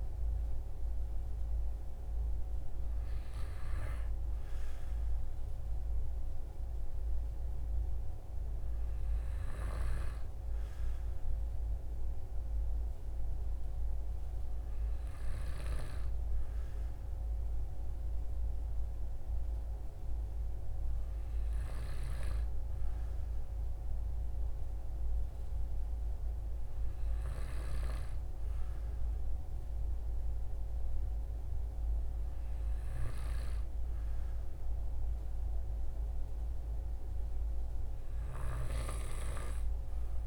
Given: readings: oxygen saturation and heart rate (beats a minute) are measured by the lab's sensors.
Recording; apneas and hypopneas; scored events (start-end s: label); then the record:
breathing in sleep by a room microphone; none
none scored
From the record:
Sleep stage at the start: N2 (light sleep); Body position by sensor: on the back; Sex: male